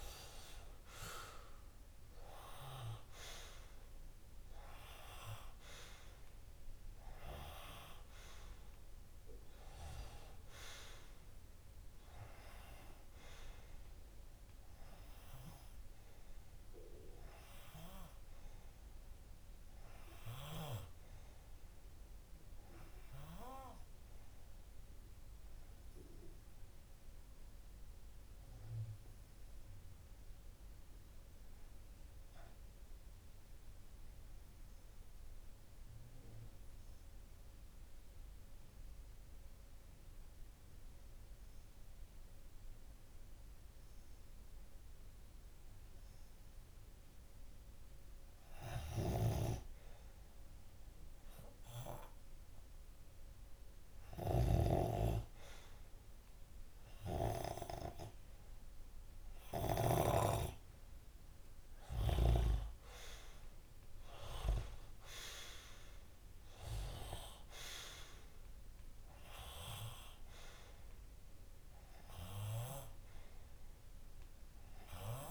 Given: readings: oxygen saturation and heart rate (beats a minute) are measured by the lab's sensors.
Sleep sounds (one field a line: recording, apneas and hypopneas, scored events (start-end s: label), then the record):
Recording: breathing in sleep by a room microphone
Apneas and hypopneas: 1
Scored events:
0.00-17.00 s: oxygen desaturation (device-marked, oxygen 91% lowest)
22.00-50.00 s: obstructive apnea (oxygen 96% before, 91% lowest)
53.00-57.00 s: arousal
56.00-75.31 s: oxygen desaturation (device-marked, oxygen 97% before, 93% lowest)
From the record:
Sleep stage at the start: REM sleep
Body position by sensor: on the left side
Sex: male